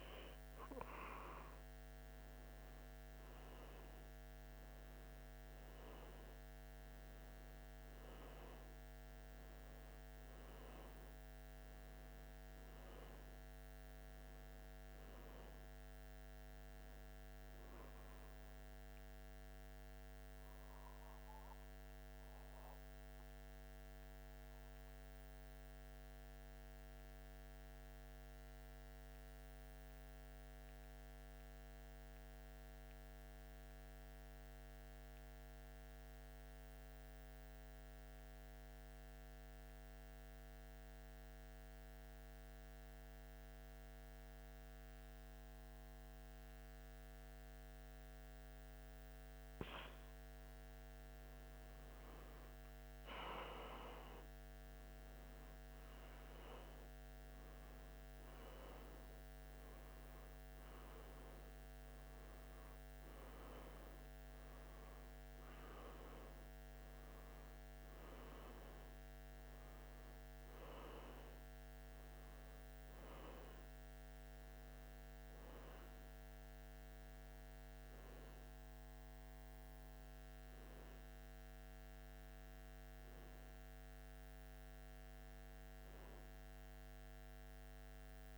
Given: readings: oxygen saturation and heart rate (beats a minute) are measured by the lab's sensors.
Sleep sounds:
breathing in sleep, hard to hear, by a microphone on the trachea; 1
4.00-14.00 s: oxygen desaturation (device-marked, oxygen 96% before, 93% lowest, heart rate 80 before, 79 extreme)
20.00-50.50 s: central apnea (oxygen 96% before, 87% lowest, heart rate 80 before, 77 extreme, up 2 after)
24.00-53.00 s: oxygen desaturation (device-marked, oxygen 94% before, 87% lowest, heart rate 80 before, 77 extreme)
52.00-57.00 s: arousal
From the record:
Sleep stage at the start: N2 (light sleep); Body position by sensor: on the back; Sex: male

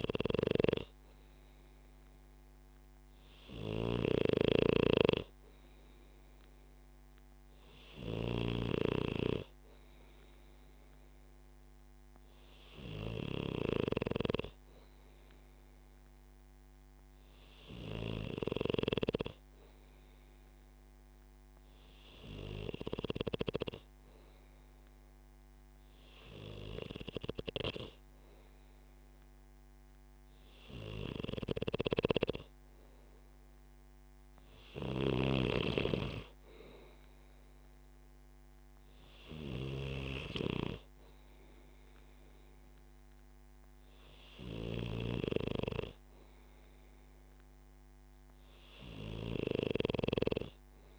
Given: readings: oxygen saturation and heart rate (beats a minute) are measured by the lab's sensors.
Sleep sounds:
breathing in sleep by a microphone on the trachea; none
0.00-14.00 s: snoring (device-marked)
32.00-50.99 s: snoring (device-marked)
From the record:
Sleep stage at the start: N2 (light sleep); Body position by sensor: on the back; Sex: male

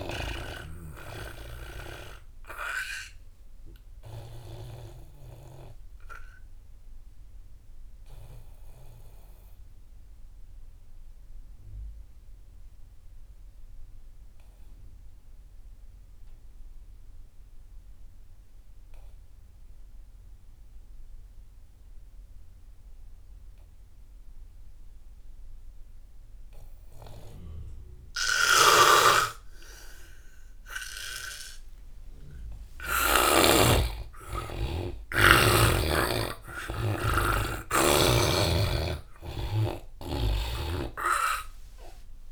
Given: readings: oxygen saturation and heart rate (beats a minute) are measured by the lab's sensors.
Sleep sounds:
breathing in sleep by a room microphone; 1
0.00-1.50 s: snoring (device-marked)
0.00-14.00 s: oxygen desaturation (device-marked, oxygen 89% lowest)
0.50-32.50 s: obstructive apnea (oxygen 99% before, 85% lowest)
28.50-33.50 s: snoring (device-marked)
30.00-42.32 s: oxygen desaturation (device-marked, oxygen 98% before, 85% lowest)
33.50-38.50 s: arousal
From the record:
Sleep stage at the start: N2 (light sleep); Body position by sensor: on the back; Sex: male

